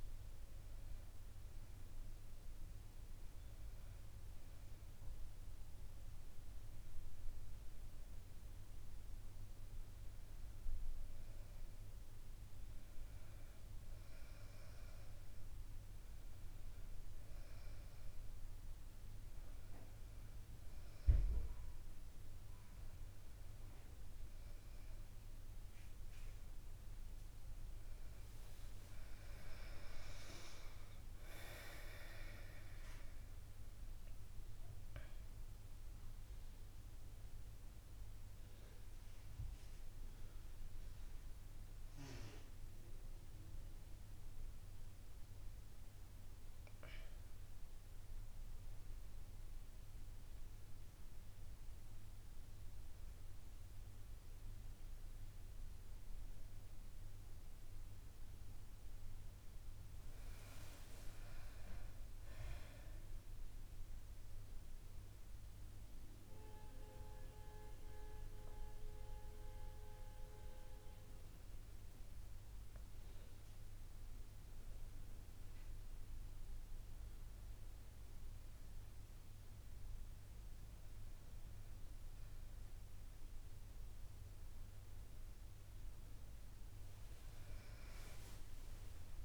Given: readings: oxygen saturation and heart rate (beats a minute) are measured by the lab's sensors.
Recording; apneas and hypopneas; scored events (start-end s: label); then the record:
breathing in sleep by a room microphone; 2
28.50-32.50 s: arousal
35.00-47.50 s: central apnea (oxygen 97% before, 93% lowest, heart rate 72 before, 66 extreme, up 6 after)
59.00-63.50 s: arousal
64.50-77.00 s: hypopnea (oxygen 100% before, 95% lowest, heart rate 70 before, 68 extreme, up 4 after)
80.00-83.50 s: arousal
From the record:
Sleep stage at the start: N1 (lightest sleep); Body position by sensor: on the back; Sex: female